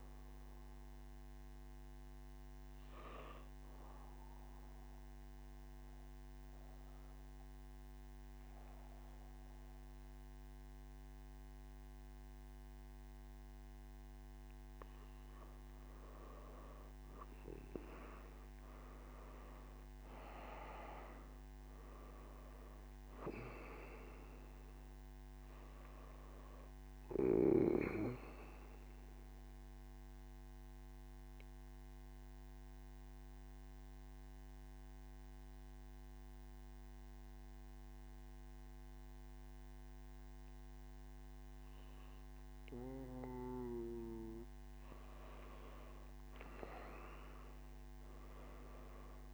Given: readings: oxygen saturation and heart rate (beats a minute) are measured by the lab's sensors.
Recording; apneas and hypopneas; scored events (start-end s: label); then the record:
breathing in sleep by a microphone on the trachea; 2
3.00-15.50 s: central apnea (oxygen 97% before, 94% lowest, heart rate 82 before, 59 extreme, up 8 after)
29.50-45.00 s: mixed apnea (oxygen 98% before, 94% lowest, heart rate 64 before, 69 extreme, up 2 after)
From the record:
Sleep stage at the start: N1 (lightest sleep); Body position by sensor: on the back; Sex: male